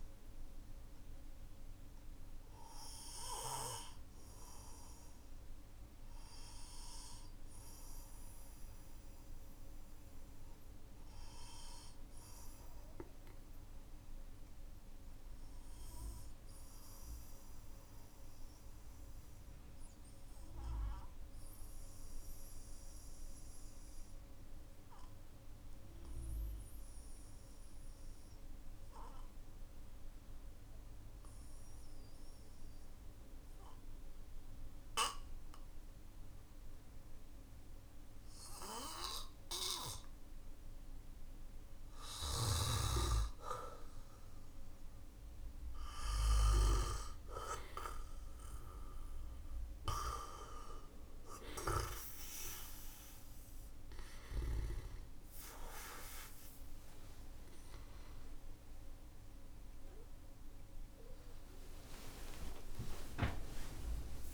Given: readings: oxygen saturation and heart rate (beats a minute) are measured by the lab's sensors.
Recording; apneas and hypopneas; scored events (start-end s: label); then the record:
breathing in sleep by a room microphone; 1
13.00-46.50 s: mixed apnea (oxygen 98% before, 91% lowest, heart rate 52 before, 49 extreme)
55.00-63.00 s: tachycardia (device-marked, heart rate 55 before, 178 extreme)
60.50-64.34 s: arousal
From the record:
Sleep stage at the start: N2 (light sleep); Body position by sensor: on the back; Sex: male